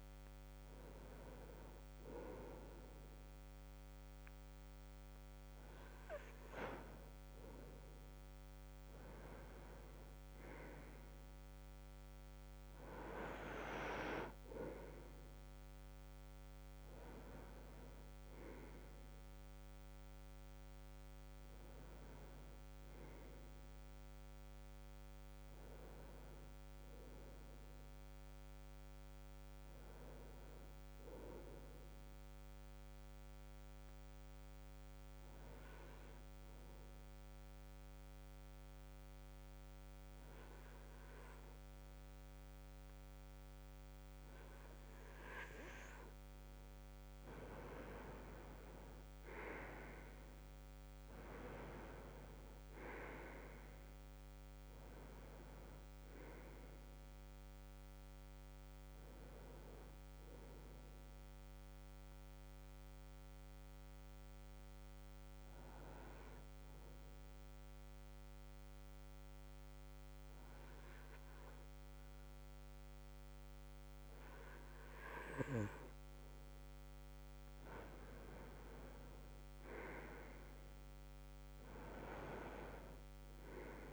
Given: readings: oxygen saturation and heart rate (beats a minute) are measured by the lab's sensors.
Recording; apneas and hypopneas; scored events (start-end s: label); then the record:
breathing in sleep by a microphone on the trachea; 2
32.00-45.00 s: obstructive apnea (oxygen 96% before, 93% lowest, heart rate 75 before, 72 extreme, up 6 after)
48.00-52.00 s: arousal
52.50-58.50 s: oxygen desaturation (device-marked, oxygen 96% before, 93% lowest, heart rate 74 before, 72 extreme)
61.50-75.00 s: hypopnea (oxygen 96% before, 93% lowest, heart rate 75 before, 72 extreme, up 8 after)
77.50-82.00 s: arousal
From the record:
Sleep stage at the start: N2 (light sleep); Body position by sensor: on the back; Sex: male